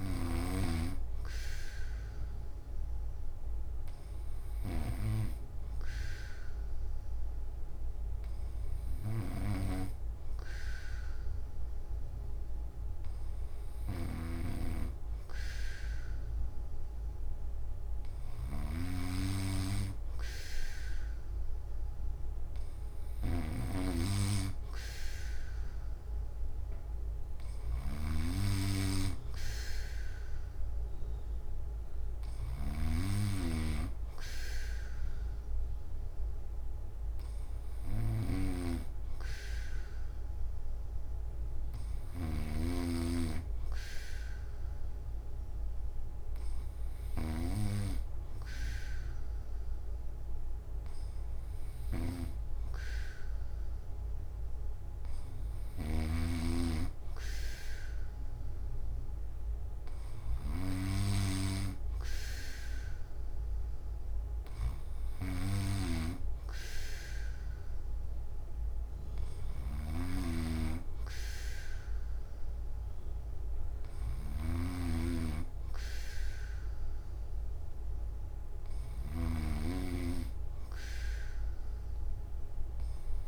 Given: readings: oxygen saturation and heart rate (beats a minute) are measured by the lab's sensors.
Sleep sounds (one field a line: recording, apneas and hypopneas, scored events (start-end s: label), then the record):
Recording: breathing in sleep by a room microphone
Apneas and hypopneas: none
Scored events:
13.50-42.50 s: snoring (device-marked)
51.50-79.00 s: snoring (device-marked)
From the record:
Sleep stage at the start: N1 (lightest sleep)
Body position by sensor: on the back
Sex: male